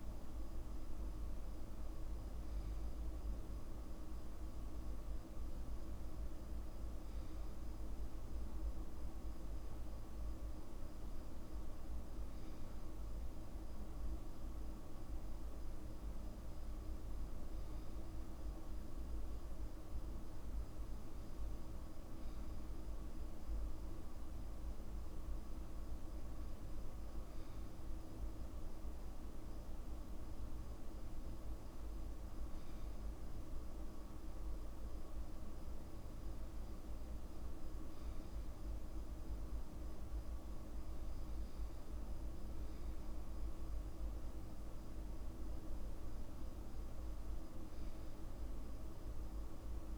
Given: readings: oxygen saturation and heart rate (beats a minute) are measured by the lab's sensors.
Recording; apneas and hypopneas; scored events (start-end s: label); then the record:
breathing in sleep, hard to hear, by a room microphone; none
none scored
From the record:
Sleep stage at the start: N2 (light sleep); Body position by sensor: on the back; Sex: male